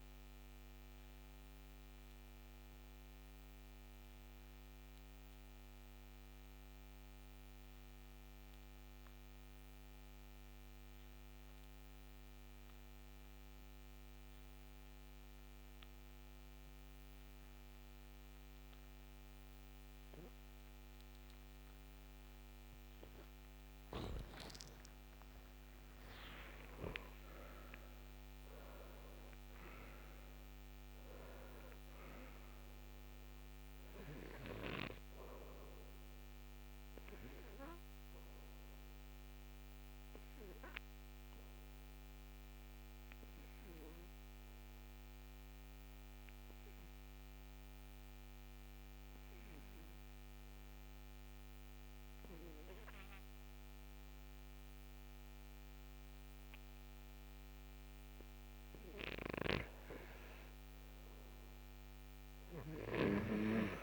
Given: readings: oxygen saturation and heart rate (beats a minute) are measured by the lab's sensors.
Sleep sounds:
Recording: breathing in sleep by a microphone on the trachea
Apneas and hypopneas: 2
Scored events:
2.00-22.00 s: obstructive apnea (oxygen 97% before, 84% lowest, heart rate 65 before, 56 extreme, up 20 after)
17.50-51.50 s: oxygen desaturation (device-marked, oxygen 96% before, 84% lowest, heart rate 57 before, 55 extreme)
24.00-27.00 s: arousal
40.00-58.50 s: obstructive apnea (oxygen 96% before, 84% lowest, heart rate 71 before, 55 extreme, up 9 after)
59.00-63.00 s: snoring (device-marked)
60.50-63.83 s: arousal
From the record:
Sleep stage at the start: N2 (light sleep)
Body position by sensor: on the right side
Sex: male

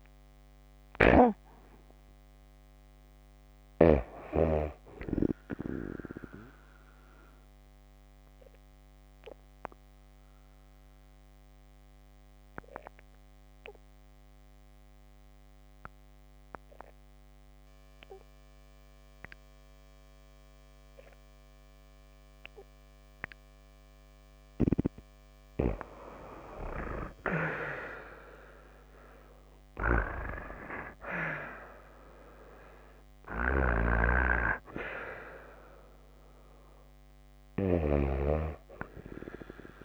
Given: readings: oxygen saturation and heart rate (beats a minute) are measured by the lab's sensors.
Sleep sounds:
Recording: breathing in sleep by a microphone on the trachea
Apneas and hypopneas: 1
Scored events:
6.00-24.00 s: obstructive apnea (oxygen 96% before, 91% lowest)
26.00-29.00 s: arousal
33.50-38.00 s: snoring (device-marked)
From the record:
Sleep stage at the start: N2 (light sleep)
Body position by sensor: on the back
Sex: female

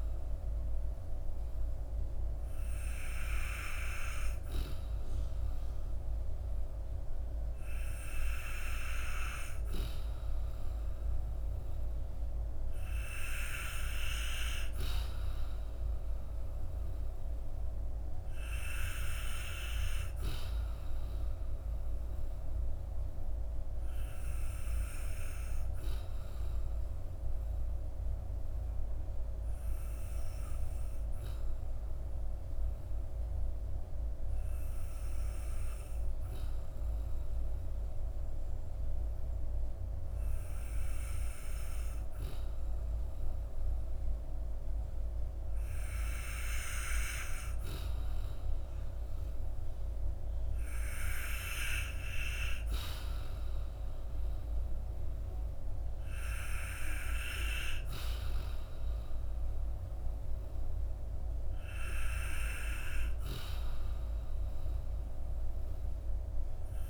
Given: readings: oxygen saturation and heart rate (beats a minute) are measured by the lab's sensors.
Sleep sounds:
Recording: breathing in sleep by a room microphone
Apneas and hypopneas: 1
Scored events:
16.00-20.00 s: arousal
23.50-45.50 s: hypopnea (oxygen 95% before, 92% lowest, heart rate 58 before, 54 extreme, up 5 after)
47.50-51.00 s: arousal
From the record:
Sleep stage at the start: N2 (light sleep)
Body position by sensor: on the back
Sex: male

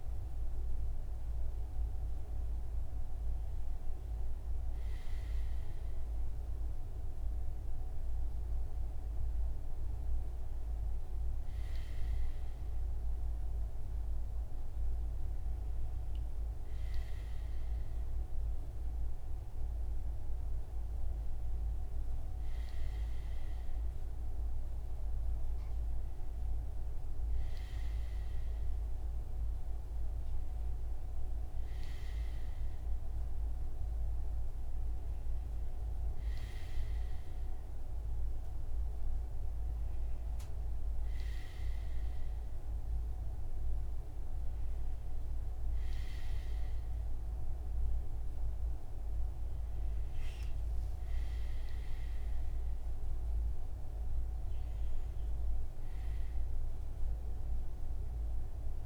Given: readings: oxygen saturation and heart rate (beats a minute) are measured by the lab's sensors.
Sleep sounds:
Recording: breathing in sleep, hard to hear, by a room microphone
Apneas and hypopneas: none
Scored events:
none scored
From the record:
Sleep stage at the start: REM sleep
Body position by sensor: on the front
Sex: male

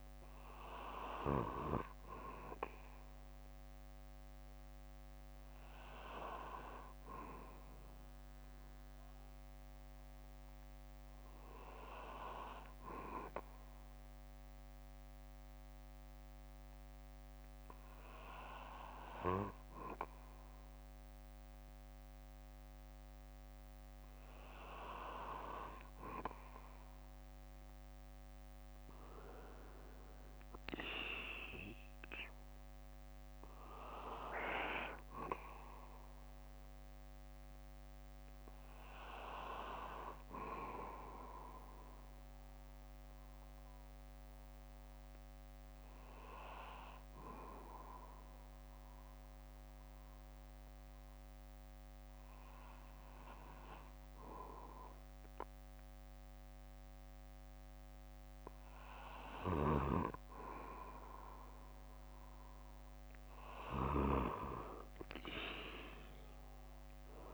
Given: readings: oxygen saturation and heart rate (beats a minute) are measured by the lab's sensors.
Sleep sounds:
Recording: breathing in sleep by a microphone on the trachea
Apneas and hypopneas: 2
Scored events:
1.50-3.50 s: bradycardia (device-marked, heart rate 62 before, 62 extreme)
11.50-17.50 s: bradycardia (device-marked, heart rate 62 before, 59 extreme)
13.50-24.00 s: hypopnea (oxygen 98% before, 93% lowest, heart rate 63 before, 57 extreme, up 13 after)
22.50-24.50 s: bradycardia (device-marked, heart rate 62 before, 60 extreme)
27.50-32.50 s: arousal
42.00-57.50 s: hypopnea (oxygen 96% before, 93% lowest, heart rate 64 before, 58 extreme, up 6 after)
46.50-48.50 s: bradycardia (device-marked, heart rate 61 before, 60 extreme)
49.50-61.50 s: bradycardia (device-marked, heart rate 61 before, 58 extreme)
65.00-67.34 s: arousal
From the record:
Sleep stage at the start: N2 (light sleep)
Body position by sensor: on the back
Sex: male

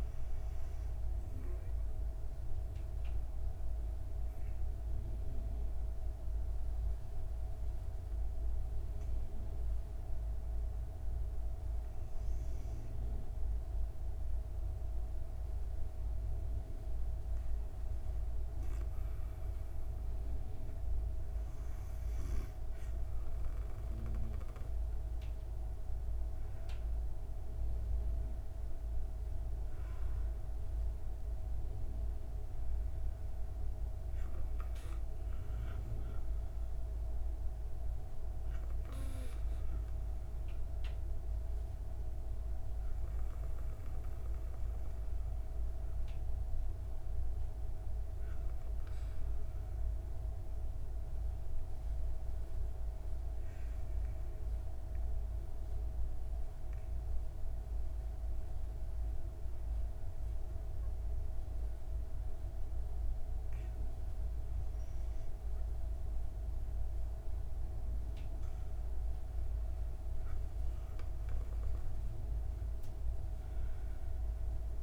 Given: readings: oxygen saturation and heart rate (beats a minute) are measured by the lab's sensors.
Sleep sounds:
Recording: breathing in sleep, hard to hear, by a room microphone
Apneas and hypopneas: 2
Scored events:
2.00-22.50 s: obstructive apnea (oxygen 98% before, 94% lowest, heart rate 32 before, 26 extreme, up 0 after)
25.50-30.00 s: arousal
48.00-67.00 s: hypopnea (oxygen 96% before, 95% lowest)
From the record:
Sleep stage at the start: N2 (light sleep)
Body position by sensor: on the back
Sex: female

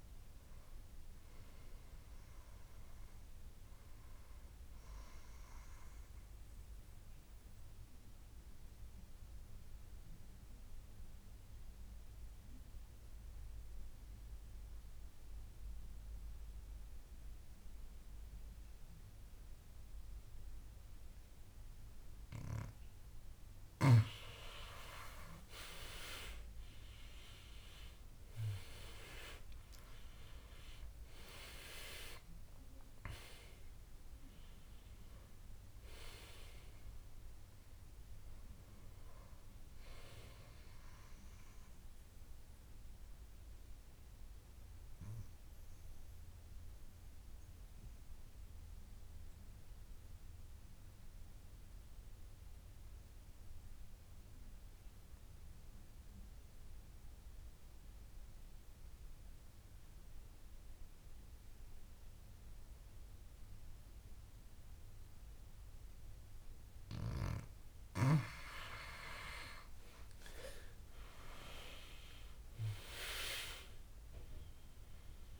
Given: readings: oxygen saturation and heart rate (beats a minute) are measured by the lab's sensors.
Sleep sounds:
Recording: breathing in sleep by a room microphone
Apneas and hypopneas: 2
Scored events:
0.00-9.00 s: oxygen desaturation (device-marked, oxygen 98% before, 90% lowest, heart rate 70 before, 66 extreme)
6.00-23.50 s: obstructive apnea (oxygen 98% before, 91% lowest, heart rate 80 before, 66 extreme, up 14 after)
24.00-50.00 s: oxygen desaturation (device-marked, oxygen 98% before, 91% lowest, heart rate 69 before, 64 extreme)
25.50-29.00 s: arousal
28.50-30.50 s: long interval between heartbeats (device-marked, heart rate 68 before, 77 extreme)
43.00-66.50 s: mixed apnea (oxygen 98% before, 90% lowest, heart rate 77 before, 64 extreme, up 15 after)
67.00-75.40 s: oxygen desaturation (device-marked, oxygen 98% before, 90% lowest, heart rate 65 before, 66 extreme)
71.50-75.40 s: arousal
From the record:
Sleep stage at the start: N2 (light sleep)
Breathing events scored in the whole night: 363 in 5.3 hours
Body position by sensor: on the back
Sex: male

